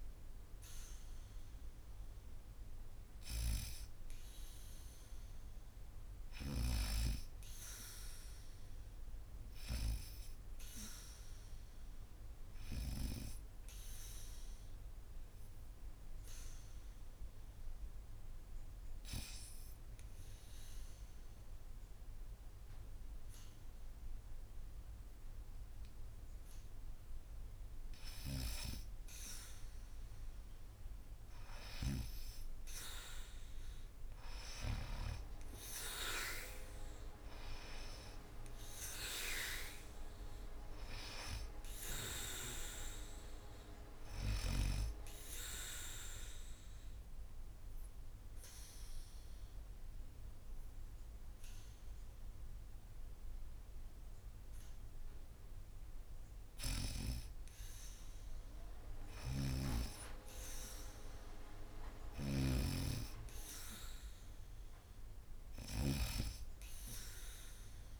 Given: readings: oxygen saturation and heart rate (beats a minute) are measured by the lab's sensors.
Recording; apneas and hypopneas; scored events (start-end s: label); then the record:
breathing in sleep by a room microphone; 2
13.50-27.00 s: obstructive apnea (oxygen 100% before, 87% lowest, heart rate 79 before, 72 extreme, up 1 after)
14.00-57.00 s: oxygen desaturation (device-marked, oxygen 97% before, 87% lowest, heart rate 79 before, 72 extreme)
29.00-33.00 s: arousal
44.50-55.50 s: obstructive apnea (oxygen 95% before, 87% lowest, heart rate 76 before, 75 extreme, up 1 after)
58.50-61.50 s: arousal
58.50-68.00 s: snoring (device-marked)
From the record:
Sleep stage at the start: N2 (light sleep); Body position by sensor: on the back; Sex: female